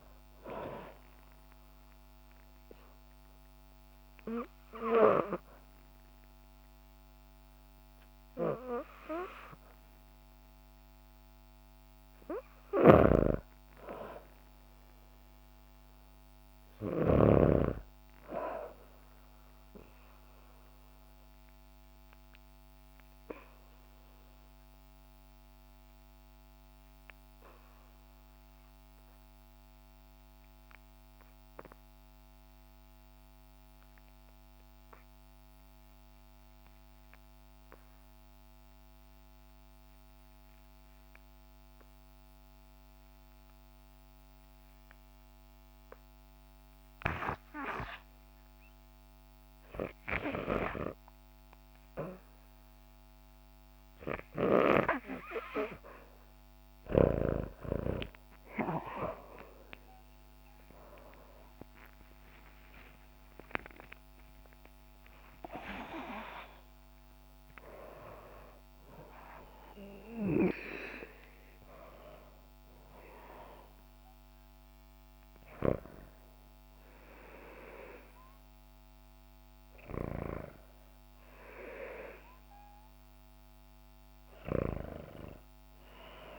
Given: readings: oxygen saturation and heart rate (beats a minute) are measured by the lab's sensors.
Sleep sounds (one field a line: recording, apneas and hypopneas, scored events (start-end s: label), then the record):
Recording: breathing in sleep by a microphone on the trachea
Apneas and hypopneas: 1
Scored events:
12.00-16.00 s: arousal
12.50-17.50 s: snoring (device-marked)
19.50-51.00 s: obstructive apnea (oxygen 98% before, 78% lowest, heart rate 65 before, 56 extreme, up 21 after)
40.00-76.00 s: oxygen desaturation (device-marked, oxygen 97% before, 78% lowest, heart rate 65 before, 58 extreme)
62.00-67.00 s: arousal
From the record:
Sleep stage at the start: REM sleep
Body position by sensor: on the back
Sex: female